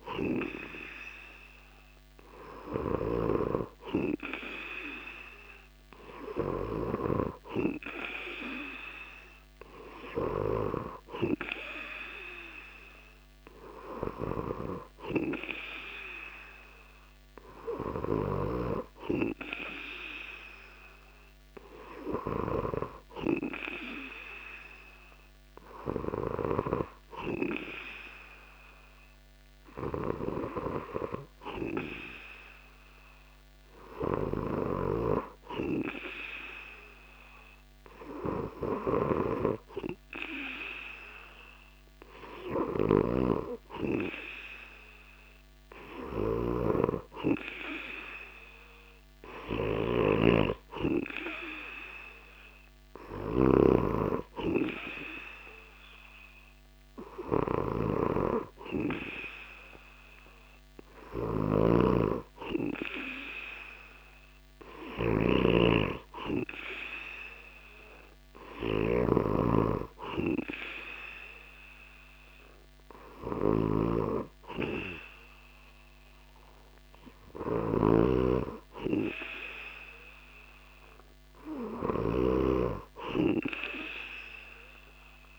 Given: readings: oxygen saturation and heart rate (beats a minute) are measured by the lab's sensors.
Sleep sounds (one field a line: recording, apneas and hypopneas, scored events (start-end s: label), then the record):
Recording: breathing in sleep by a microphone on the trachea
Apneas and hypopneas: none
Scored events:
42.00-53.00 s: snoring (device-marked)
60.50-68.50 s: snoring (device-marked)
77.00-81.50 s: snoring (device-marked)
From the record:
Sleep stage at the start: N2 (light sleep)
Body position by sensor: on the back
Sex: male